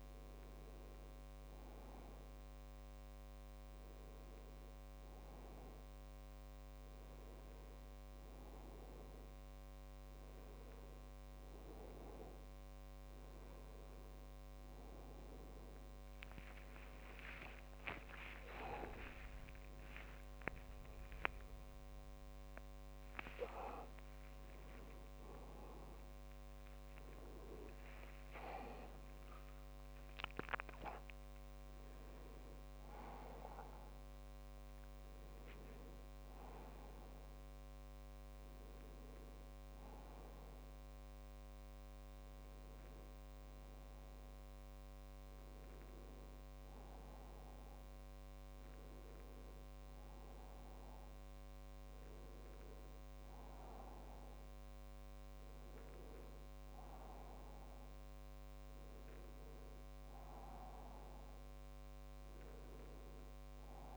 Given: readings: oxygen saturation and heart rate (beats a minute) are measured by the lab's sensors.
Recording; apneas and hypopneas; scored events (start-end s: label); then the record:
a person awake in a sleep study, by a microphone on the trachea; none
28.00-30.00 s: long interval between heartbeats (device-marked, heart rate 76 before, 87 extreme)
From the record:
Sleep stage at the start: awake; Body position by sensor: on the back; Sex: male